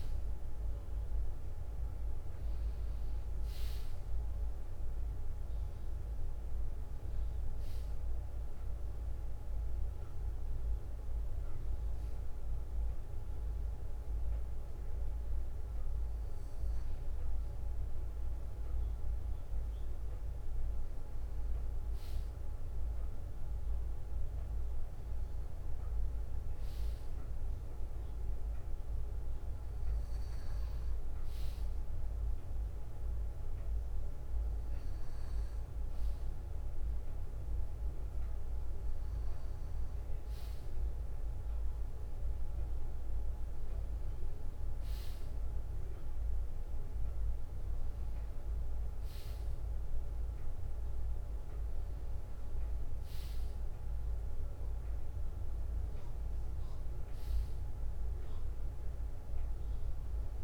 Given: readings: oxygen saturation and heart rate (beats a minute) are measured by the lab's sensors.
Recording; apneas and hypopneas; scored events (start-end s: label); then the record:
breathing in sleep, hard to hear, by a room microphone; none
10.00-12.00 s: bradycardia (device-marked, heart rate 64 before, 61 extreme)
15.00-22.00 s: bradycardia (device-marked, heart rate 64 before, 59 extreme)
21.00-60.44 s: new sleep stage, N2 (light sleep)
From the record:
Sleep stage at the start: N1 (lightest sleep); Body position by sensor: on the back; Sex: male